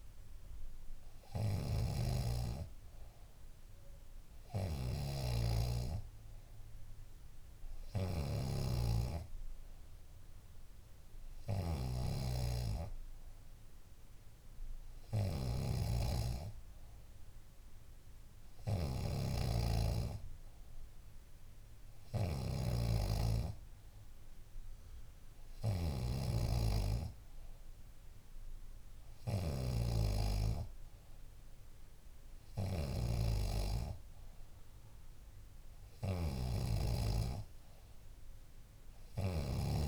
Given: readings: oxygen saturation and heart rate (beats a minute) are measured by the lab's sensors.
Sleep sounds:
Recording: breathing in sleep by a room microphone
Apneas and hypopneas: none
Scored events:
0.00-39.88 s: snoring (device-marked)
From the record:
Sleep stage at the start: N2 (light sleep)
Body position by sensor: on the back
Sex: female

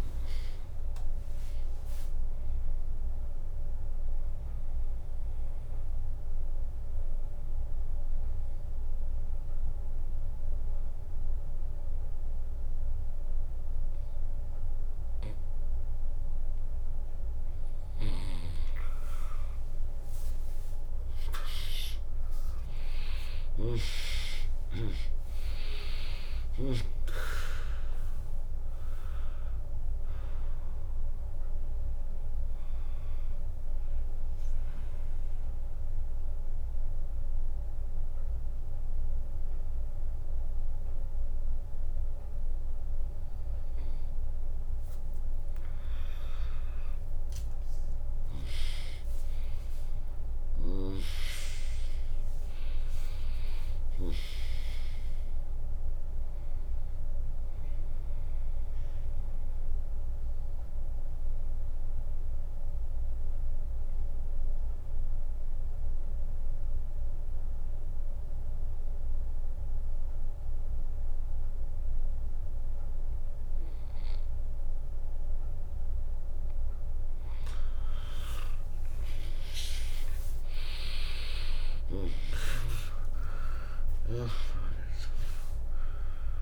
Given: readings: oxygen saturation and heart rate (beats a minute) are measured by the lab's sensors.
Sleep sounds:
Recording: breathing in sleep by a room microphone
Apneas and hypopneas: 3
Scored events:
0.00-11.00 s: drop in pulse transit time (device-marked, heart rate 65 extreme)
0.00-12.00 s: oxygen desaturation (device-marked, oxygen 96% lowest, heart rate 57 extreme)
3.00-18.00 s: central apnea (oxygen 100% before, 95% lowest, heart rate 74 before, 57 extreme, up 0 after)
17.00-20.00 s: bradycardia (device-marked, heart rate 74 before, 62 extreme)
19.50-25.00 s: arousal
26.00-43.00 s: drop in pulse transit time (device-marked, heart rate 72 before, 73 extreme)
27.00-48.00 s: oxygen desaturation (device-marked, oxygen 99% before, 95% lowest, heart rate 71 before, 59 extreme)
30.50-45.50 s: mixed apnea (oxygen 99% before, 95% lowest, heart rate 71 before, 59 extreme)
49.50-54.00 s: arousal
58.50-76.50 s: mixed apnea (oxygen 100% before, 95% lowest, heart rate 71 before, 59 extreme, up 12 after)
61.00-63.00 s: bradycardia (device-marked, heart rate 74 before, 66 extreme)
79.00-83.00 s: arousal
81.00-86.42 s: drop in pulse transit time (device-marked, heart rate 62 before, 62 extreme)
85.00-86.42 s: oxygen desaturation (device-marked, oxygen 99% before, 95% lowest, heart rate 62 before, 57 extreme)
From the record:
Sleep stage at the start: N2 (light sleep)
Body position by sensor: on the right side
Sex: female

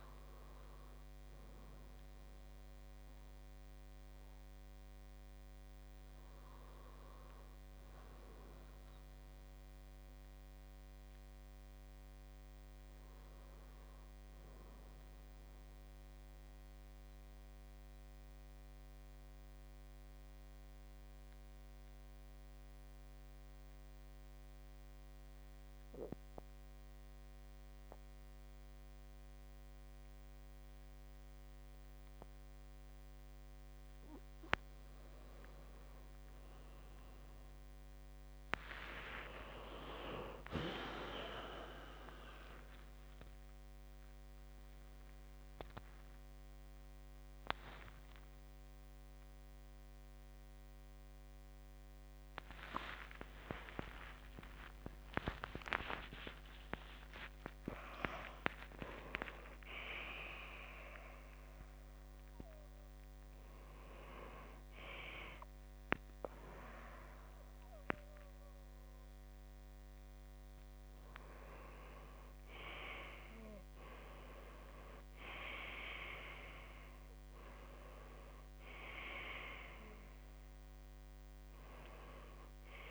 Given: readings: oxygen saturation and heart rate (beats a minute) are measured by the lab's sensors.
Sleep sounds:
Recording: a person partly awake in a sleep study, by a microphone on the trachea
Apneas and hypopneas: 1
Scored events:
17.00-34.00 s: mixed apnea (oxygen 97% before, 94% lowest, heart rate 68 before, 66 extreme, up 3 after)
29.00-59.00 s: new sleep stage, awake
53.50-55.50 s: long interval between heartbeats (device-marked, heart rate 68 before, 75 extreme)
57.00-59.00 s: long interval between heartbeats (device-marked, heart rate 71 before, 128 extreme)
59.00-82.91 s: new sleep stage, N1 (lightest sleep)
59.50-61.50 s: long interval between heartbeats (device-marked, heart rate 78 before, 159 extreme)
From the record:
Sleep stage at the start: N2 (light sleep)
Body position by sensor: on the back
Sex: male

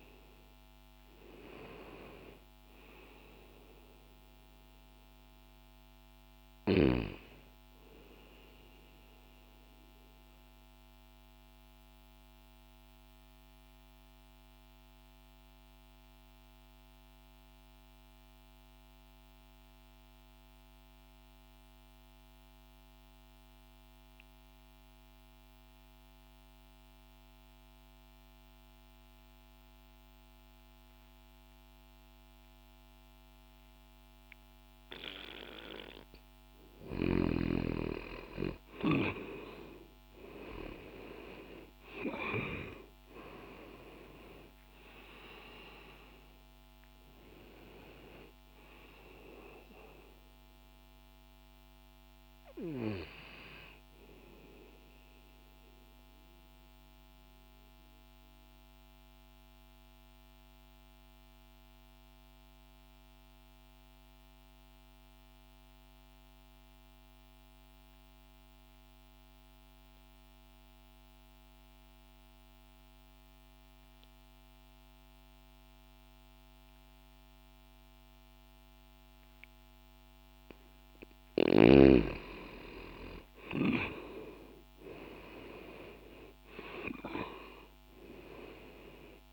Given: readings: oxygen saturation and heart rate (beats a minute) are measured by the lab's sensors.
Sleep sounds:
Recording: breathing in sleep by a microphone on the trachea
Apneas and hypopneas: 2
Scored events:
9.50-35.00 s: obstructive apnea (oxygen 97% before, 88% lowest, heart rate 60 before, 60 extreme, up 0 after)
22.50-31.50 s: oxygen desaturation (device-marked, oxygen 95% before, 90% lowest, heart rate 60 before, 60 extreme)
37.00-40.50 s: arousal
38.50-51.50 s: oxygen desaturation (device-marked, oxygen 97% before, 91% lowest, heart rate 60 before, 60 extreme)
54.50-79.50 s: mixed apnea (oxygen 97% before, 86% lowest, heart rate 63 before, 60 extreme, up 0 after)
64.50-75.50 s: oxygen desaturation (device-marked, oxygen 93% before, 88% lowest, heart rate 63 before, 60 extreme)
81.50-86.50 s: arousal
82.50-89.33 s: oxygen desaturation (device-marked, oxygen 97% before, 92% lowest, heart rate 60 before, 60 extreme)
From the record:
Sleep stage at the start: N2 (light sleep)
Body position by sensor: on the back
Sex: male

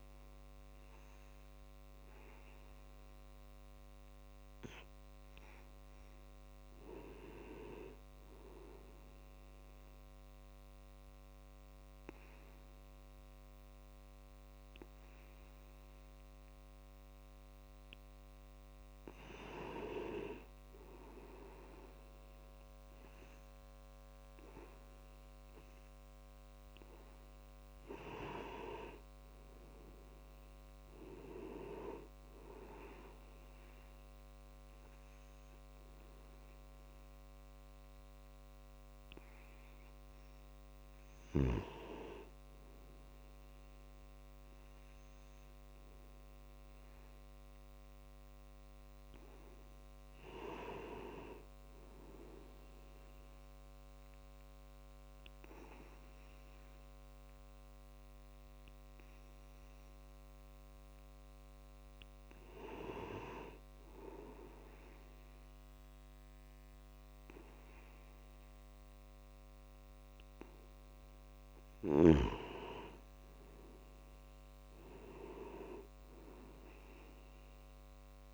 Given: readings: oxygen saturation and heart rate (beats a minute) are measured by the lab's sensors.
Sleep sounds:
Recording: breathing in sleep by a microphone on the trachea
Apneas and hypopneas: 2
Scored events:
0.50-4.50 s: arousal
9.00-19.00 s: obstructive apnea (oxygen 97% before, 93% lowest, heart rate 59 before, 54 extreme, up 8 after)
21.00-25.00 s: arousal
52.50-62.50 s: obstructive apnea (oxygen 96% before, 92% lowest, heart rate 59 before, 54 extreme, up 7 after)
71.50-76.00 s: arousal
From the record:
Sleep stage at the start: N2 (light sleep)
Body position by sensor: on the back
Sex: male

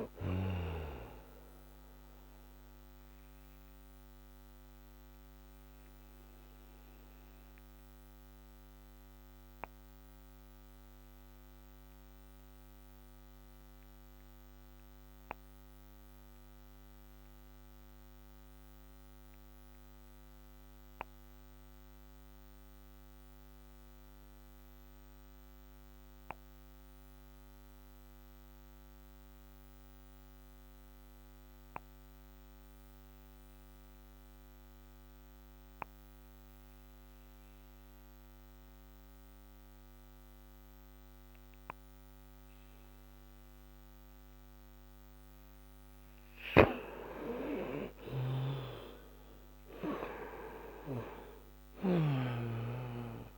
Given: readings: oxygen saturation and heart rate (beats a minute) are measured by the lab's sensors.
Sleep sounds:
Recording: breathing in sleep by a microphone on the trachea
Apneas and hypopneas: 1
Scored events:
0.00-26.50 s: oxygen desaturation (device-marked, oxygen 86% lowest, heart rate 54 extreme)
3.00-46.00 s: obstructive apnea (oxygen 98% before, 86% lowest, heart rate 64 before, 54 extreme, up 13 after)
46.00-52.00 s: snoring (device-marked)
49.00-53.38 s: arousal
From the record:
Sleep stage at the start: N2 (light sleep)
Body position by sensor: on the back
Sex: male

